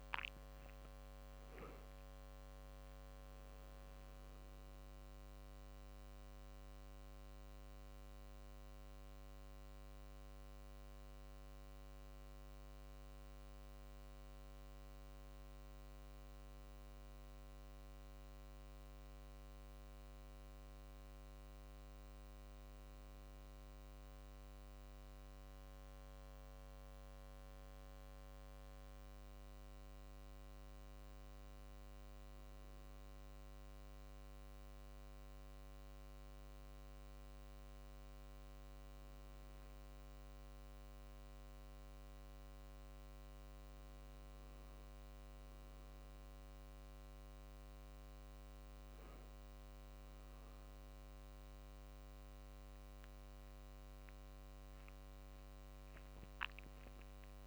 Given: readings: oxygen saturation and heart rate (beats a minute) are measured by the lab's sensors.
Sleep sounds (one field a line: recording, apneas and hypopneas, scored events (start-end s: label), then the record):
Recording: a person awake in a sleep study, hard to hear, by a microphone on the trachea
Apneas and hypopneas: none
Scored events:
56.00-57.47 s: arousal
From the record:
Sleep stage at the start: awake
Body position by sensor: on the back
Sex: male